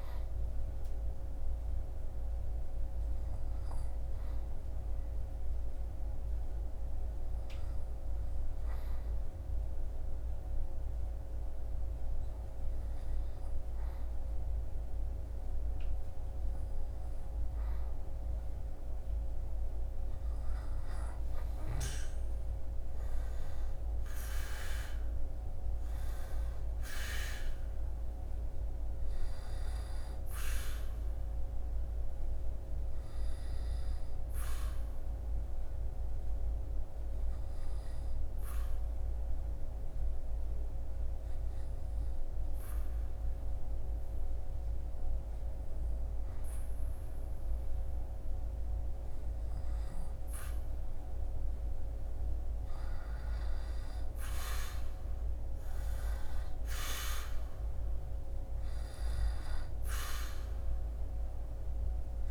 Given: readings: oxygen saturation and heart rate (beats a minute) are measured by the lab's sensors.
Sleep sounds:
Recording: breathing in sleep, hard to hear, by a room microphone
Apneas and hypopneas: 2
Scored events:
1.50-18.00 s: hypopnea (oxygen 98% before, 95% lowest, heart rate 71 before, 59 extreme, up 14 after)
21.50-27.00 s: arousal
31.00-50.00 s: obstructive apnea (oxygen 99% before, 95% lowest, heart rate 67 before, 61 extreme, up 10 after)
51.50-57.00 s: arousal
From the record:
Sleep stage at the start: N2 (light sleep)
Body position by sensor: on the back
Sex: male

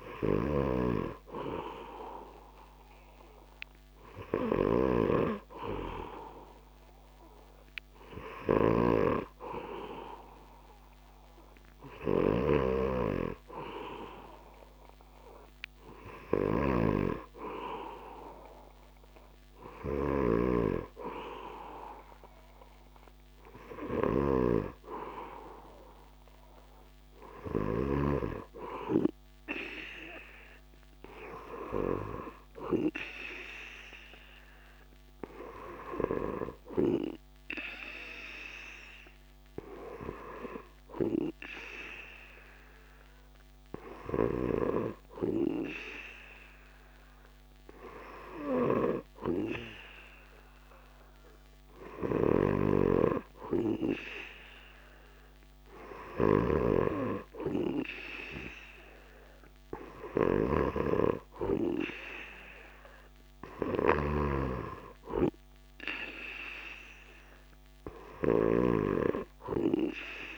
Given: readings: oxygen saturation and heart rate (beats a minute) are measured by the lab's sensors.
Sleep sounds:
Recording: breathing in sleep by a microphone on the trachea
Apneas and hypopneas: none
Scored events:
0.00-27.50 s: snoring (device-marked)
51.50-70.37 s: snoring (device-marked)
From the record:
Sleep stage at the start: N2 (light sleep)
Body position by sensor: on the back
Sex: male

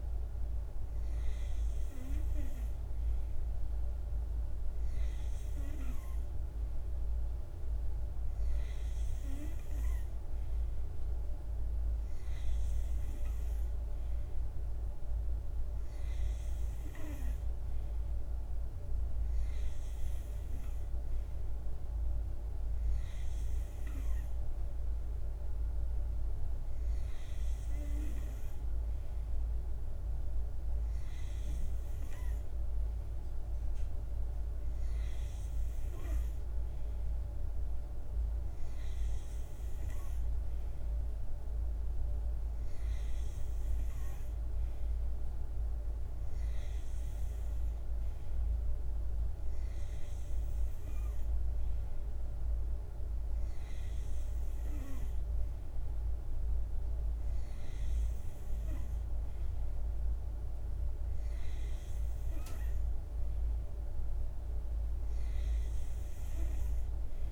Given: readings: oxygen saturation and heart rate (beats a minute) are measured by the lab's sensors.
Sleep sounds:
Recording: breathing in sleep, hard to hear, by a room microphone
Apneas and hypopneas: none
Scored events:
none scored
From the record:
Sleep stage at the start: N2 (light sleep)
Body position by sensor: on the back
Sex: male

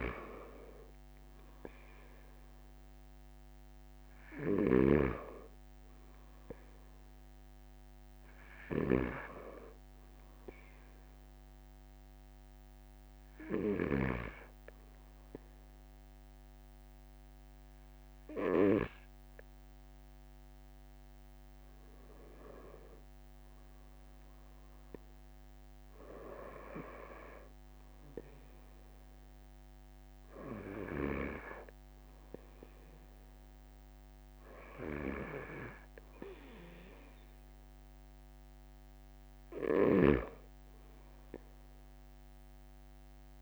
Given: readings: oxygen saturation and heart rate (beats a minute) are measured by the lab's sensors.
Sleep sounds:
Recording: breathing in sleep by a microphone on the trachea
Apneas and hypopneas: 1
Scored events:
0.00-14.00 s: snoring (device-marked)
0.50-2.50 s: long interval between heartbeats (device-marked)
4.00-6.00 s: long interval between heartbeats (device-marked)
7.00-9.00 s: long interval between heartbeats (device-marked, heart rate 32 before, 28 extreme)
8.50-22.00 s: obstructive apnea (oxygen 95% before, 93% lowest)
12.00-14.00 s: long interval between heartbeats (device-marked)
24.00-28.00 s: arousal
25.00-27.00 s: long interval between heartbeats (device-marked)
34.00-36.00 s: long interval between heartbeats (device-marked)
39.50-43.42 s: snoring (device-marked)
From the record:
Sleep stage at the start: N2 (light sleep)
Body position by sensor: on the right side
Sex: male

